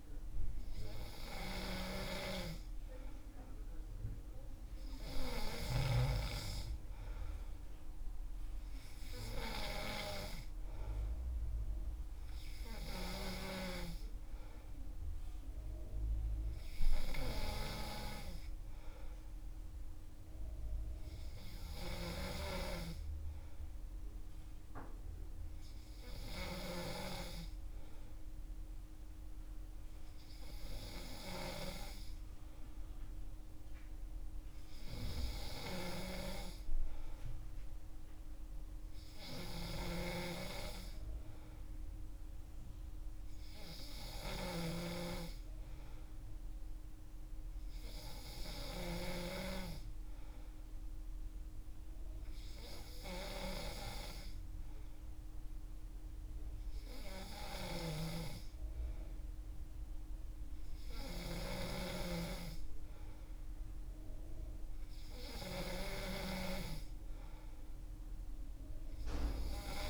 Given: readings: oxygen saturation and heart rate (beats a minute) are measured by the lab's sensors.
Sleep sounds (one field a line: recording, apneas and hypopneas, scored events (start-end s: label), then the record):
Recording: breathing in sleep by a room microphone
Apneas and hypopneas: none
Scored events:
none scored
From the record:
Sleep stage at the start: N2 (light sleep)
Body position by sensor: on the back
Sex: male